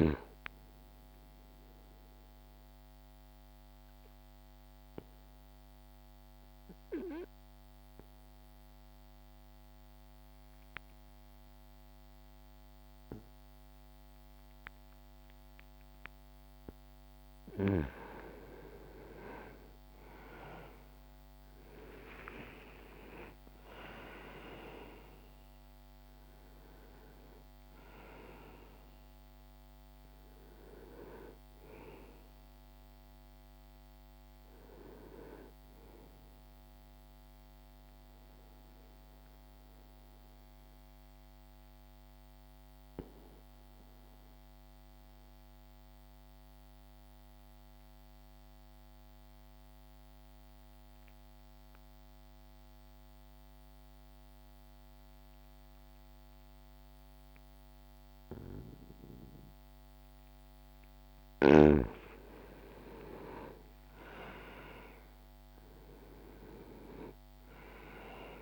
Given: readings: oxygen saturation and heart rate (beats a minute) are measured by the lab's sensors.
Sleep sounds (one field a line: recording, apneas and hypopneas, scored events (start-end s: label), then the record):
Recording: breathing in sleep by a microphone on the trachea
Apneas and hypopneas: 2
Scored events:
0.00-20.00 s: oxygen desaturation (device-marked, oxygen 88% lowest, heart rate 61 extreme)
1.50-16.50 s: obstructive apnea (oxygen 98% before, 85% lowest, heart rate 65 before, 62 extreme, up 11 after)
21.00-25.50 s: arousal
27.00-51.00 s: oxygen desaturation (device-marked, oxygen 95% before, 85% lowest, heart rate 67 before, 61 extreme)
37.50-59.50 s: mixed apnea (oxygen 95% before, 85% lowest, heart rate 67 before, 61 extreme, up 3 after)
61.50-65.50 s: arousal
66.00-68.42 s: oxygen desaturation (device-marked, oxygen 98% before, 86% lowest, heart rate 63 before, 60 extreme)
From the record:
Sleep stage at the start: N2 (light sleep)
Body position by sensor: on the back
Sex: male